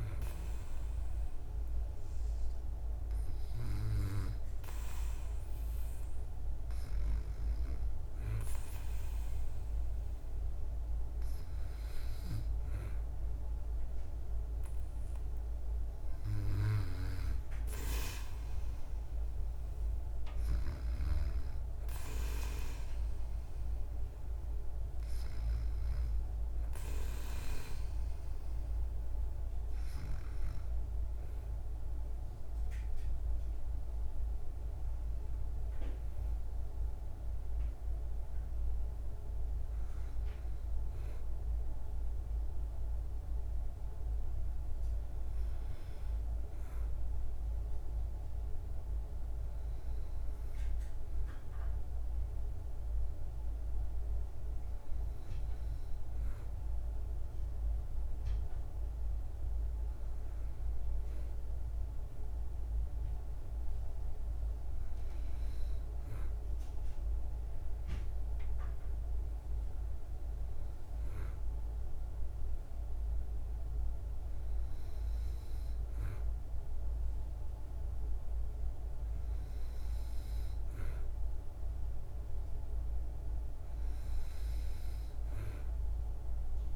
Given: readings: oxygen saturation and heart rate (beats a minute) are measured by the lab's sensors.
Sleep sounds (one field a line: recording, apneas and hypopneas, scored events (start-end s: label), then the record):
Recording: breathing in sleep, hard to hear, by a room microphone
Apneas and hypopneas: none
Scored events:
none scored
From the record:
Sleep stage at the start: N2 (light sleep)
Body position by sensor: on the back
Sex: female